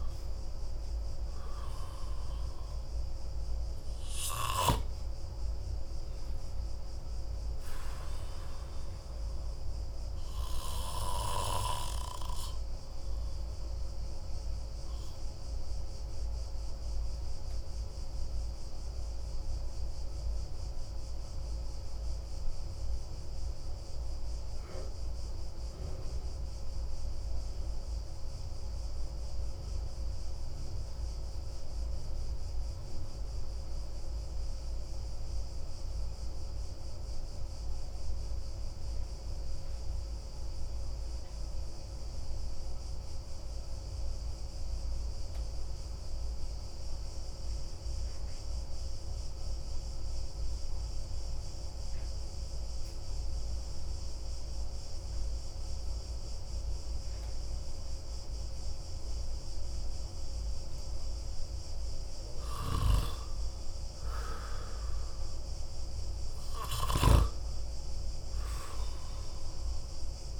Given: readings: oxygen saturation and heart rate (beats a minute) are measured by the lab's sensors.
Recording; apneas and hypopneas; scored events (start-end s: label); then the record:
breathing in sleep by a room microphone; 1
0.00-1.00 s: arousal
0.00-17.50 s: oxygen desaturation (device-marked, oxygen 91% lowest)
9.50-60.00 s: obstructive apnea (oxygen 97% before, 89% lowest)
62.00-65.50 s: arousal
From the record:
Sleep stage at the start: N2 (light sleep); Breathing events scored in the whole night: 249 in 4.6 hours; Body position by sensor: on the back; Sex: male